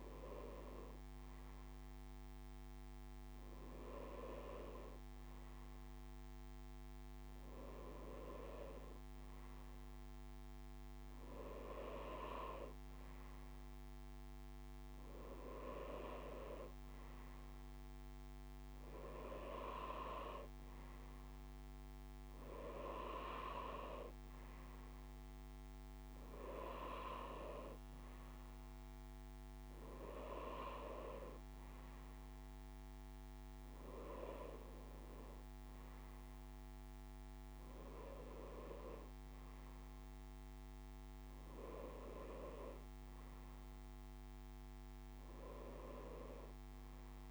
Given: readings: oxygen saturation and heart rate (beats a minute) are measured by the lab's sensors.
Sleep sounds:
breathing in sleep by a microphone on the trachea; none
none scored
From the record:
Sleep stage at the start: N2 (light sleep); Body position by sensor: on the back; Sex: male

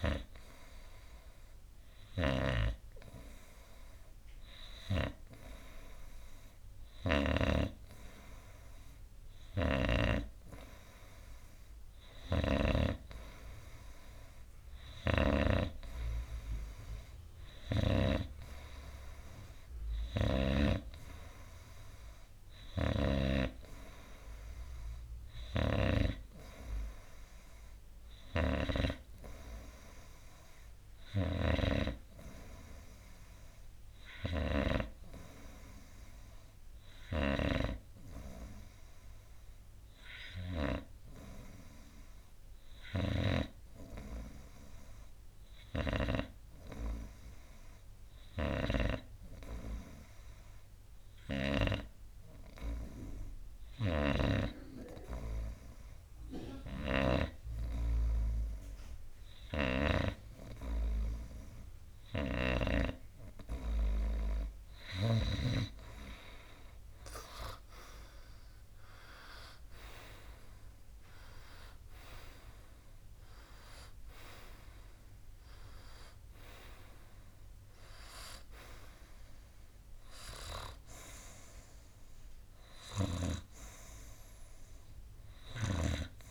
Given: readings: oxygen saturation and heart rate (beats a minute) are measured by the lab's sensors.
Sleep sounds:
breathing in sleep by a room microphone; 1
9.50-13.00 s: snoring (device-marked)
15.00-21.00 s: snoring (device-marked)
23.00-52.00 s: snoring (device-marked)
37.50-64.00 s: hypopnea (oxygen 96% before, 91% lowest, heart rate 65 before, 58 extreme, up 5 after)
54.00-57.50 s: snoring (device-marked)
67.00-71.00 s: arousal
From the record:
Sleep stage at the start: N2 (light sleep); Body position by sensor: on the right side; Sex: male

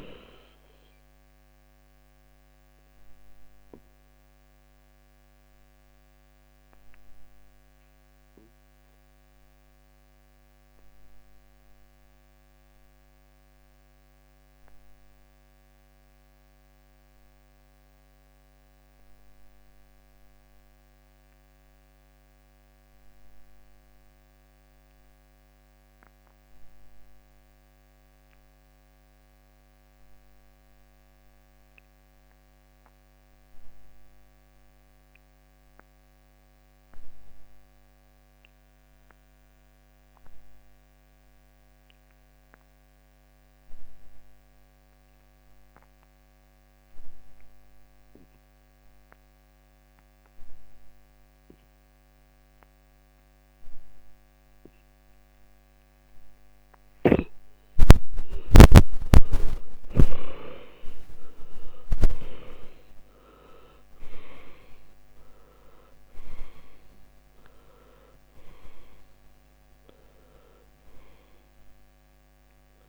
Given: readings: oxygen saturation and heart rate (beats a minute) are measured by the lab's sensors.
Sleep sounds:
breathing in sleep by a microphone on the trachea; 1
0.00-32.50 s: oxygen desaturation (device-marked, oxygen 76% lowest, heart rate 50 extreme)
0.50-58.00 s: obstructive apnea (oxygen 98% before, 70% lowest, heart rate 64 before, 50 extreme, up 24 after)
59.00-62.50 s: arousal
69.50-72.89 s: oxygen desaturation (device-marked, oxygen 95% before, 70% lowest, heart rate 67 before, 51 extreme)
From the record:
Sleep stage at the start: N2 (light sleep); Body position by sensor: on the back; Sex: male

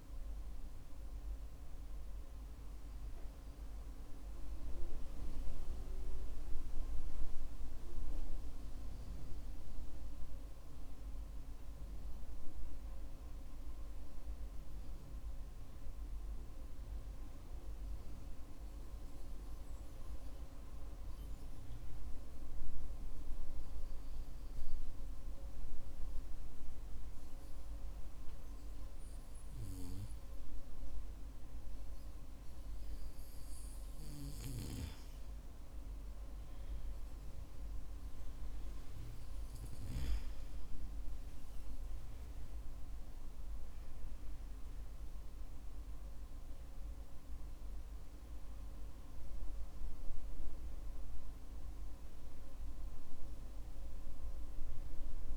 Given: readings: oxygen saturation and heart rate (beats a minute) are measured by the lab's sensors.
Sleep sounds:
breathing in sleep, hard to hear, by a room microphone; 1
7.00-33.00 s: hypopnea (oxygen 96% before, 94% lowest, heart rate 60 before, 49 extreme, up 1 after)
36.50-39.50 s: arousal
From the record:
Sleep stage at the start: N2 (light sleep); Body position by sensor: on the back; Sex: male

